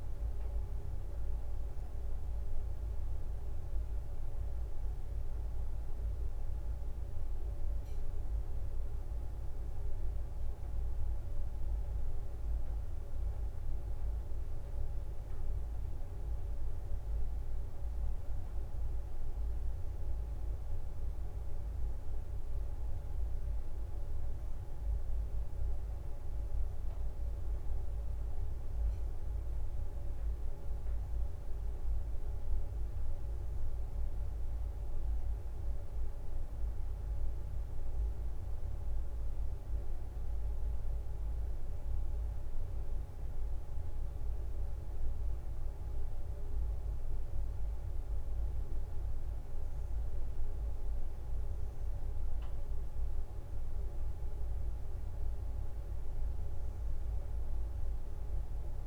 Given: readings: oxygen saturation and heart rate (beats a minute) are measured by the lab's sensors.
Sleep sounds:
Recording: a person awake in a sleep study, hard to hear, by a room microphone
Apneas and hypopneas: none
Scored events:
30.00-39.50 s: leg movement (device-marked)
37.00-58.87 s: new sleep stage, N1 (lightest sleep)
43.00-51.00 s: leg movement (device-marked)
55.00-58.87 s: leg movement (device-marked)
From the record:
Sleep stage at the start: awake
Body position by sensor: on the right side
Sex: female

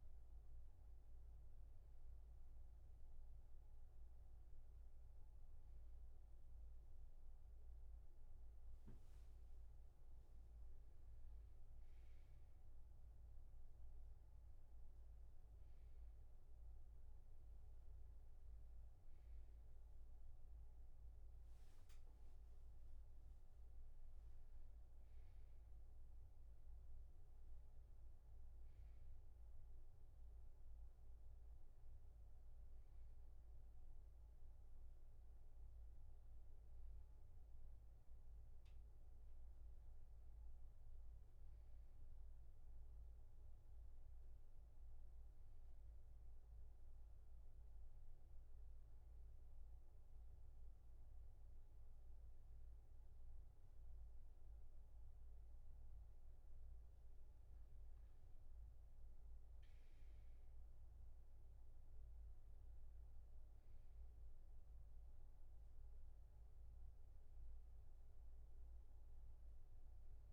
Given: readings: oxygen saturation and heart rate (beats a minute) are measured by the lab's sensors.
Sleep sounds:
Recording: a person awake in a sleep study, hard to hear, by a room microphone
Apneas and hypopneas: none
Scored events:
none scored
From the record:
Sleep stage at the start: awake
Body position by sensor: on the back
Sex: male

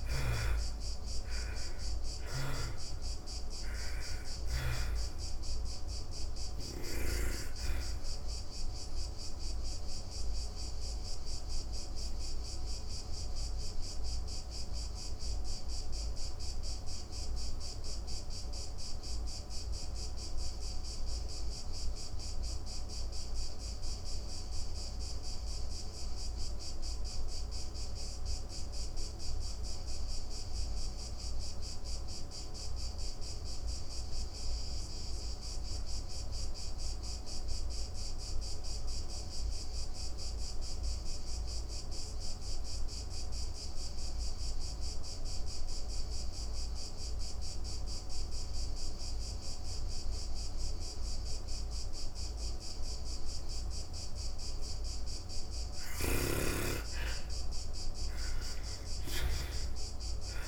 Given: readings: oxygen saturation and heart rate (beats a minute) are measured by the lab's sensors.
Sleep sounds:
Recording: breathing in sleep by a room microphone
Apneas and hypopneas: 1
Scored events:
0.00-29.50 s: oxygen desaturation (device-marked, oxygen 75% lowest)
3.00-6.50 s: snoring (device-marked)
9.00-54.50 s: obstructive apnea (oxygen 98% before, 73% lowest)
45.50-60.48 s: oxygen desaturation (device-marked, oxygen 98% before, 73% lowest)
54.50-58.00 s: snoring (device-marked)
56.50-60.48 s: arousal
From the record:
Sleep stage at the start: N2 (light sleep)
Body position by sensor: on the back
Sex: female

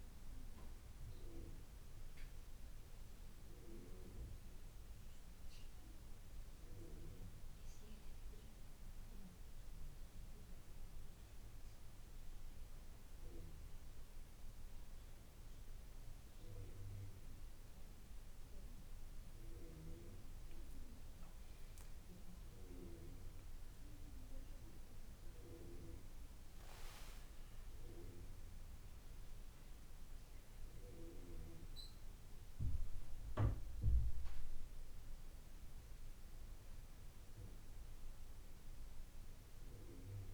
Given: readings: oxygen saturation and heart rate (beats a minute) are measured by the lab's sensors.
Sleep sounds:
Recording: breathing in sleep by a room microphone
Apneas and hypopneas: none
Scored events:
23.00-28.00 s: arousal
From the record:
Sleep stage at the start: N2 (light sleep)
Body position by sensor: on the back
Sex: male

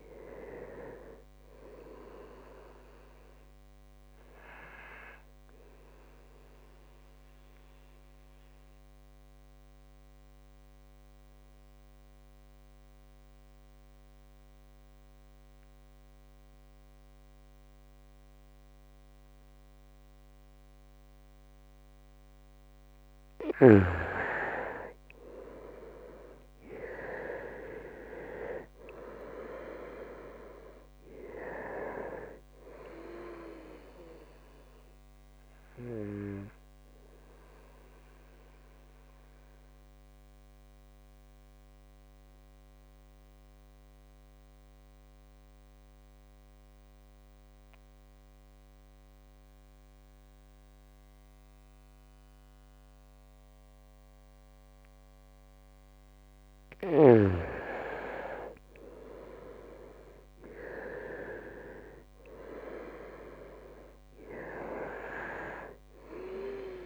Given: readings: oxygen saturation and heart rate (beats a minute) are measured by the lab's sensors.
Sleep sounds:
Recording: breathing in sleep by a microphone on the trachea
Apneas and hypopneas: 2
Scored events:
0.00-14.50 s: oxygen desaturation (device-marked, oxygen 90% lowest, heart rate 64 extreme)
7.00-22.50 s: obstructive apnea (oxygen 98% before, 87% lowest, heart rate 71 before, 61 extreme, up 5 after)
24.50-28.50 s: arousal
28.50-51.50 s: oxygen desaturation (device-marked, oxygen 97% before, 88% lowest, heart rate 68 before, 61 extreme)
38.00-56.50 s: obstructive apnea (oxygen 97% before, 87% lowest, heart rate 70 before, 62 extreme, up 0 after)
58.00-62.50 s: arousal
60.50-66.86 s: oxygen desaturation (device-marked, oxygen 99% before, 87% lowest, heart rate 68 before, 62 extreme)
From the record:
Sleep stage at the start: N2 (light sleep)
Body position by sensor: on the right side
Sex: male

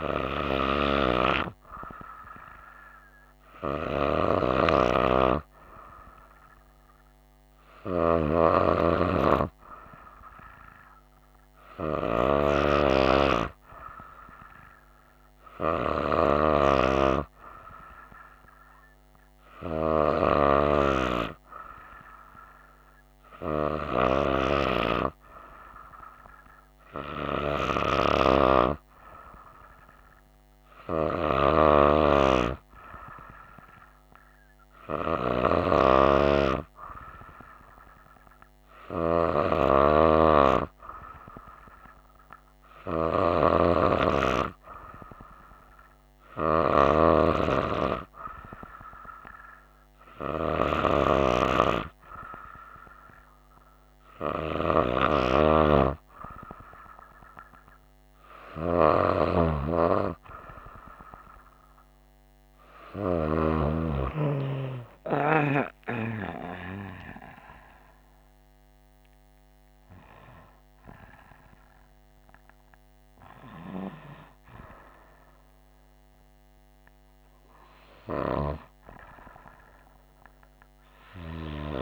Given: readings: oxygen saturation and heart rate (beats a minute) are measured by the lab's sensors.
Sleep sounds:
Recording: breathing in sleep by a microphone on the trachea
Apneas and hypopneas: none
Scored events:
65.50-70.00 s: arousal
From the record:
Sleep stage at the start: N2 (light sleep)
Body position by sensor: on the right side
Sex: female

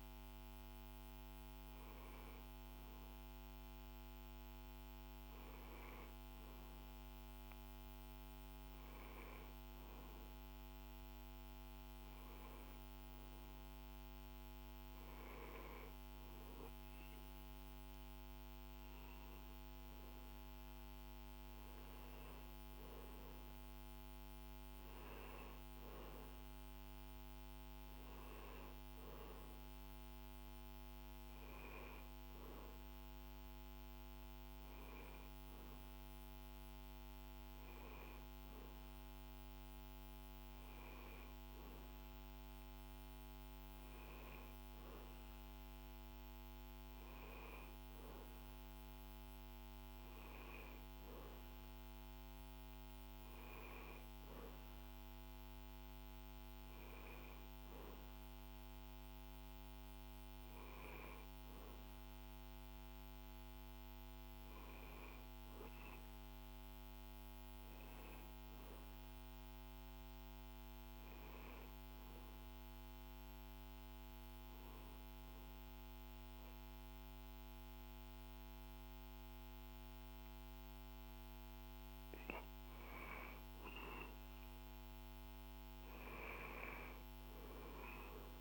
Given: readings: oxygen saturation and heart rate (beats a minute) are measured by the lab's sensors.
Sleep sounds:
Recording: breathing in sleep, hard to hear, by a microphone on the trachea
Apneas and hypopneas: none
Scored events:
none scored
From the record:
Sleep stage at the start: N1 (lightest sleep)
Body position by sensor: on the back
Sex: male

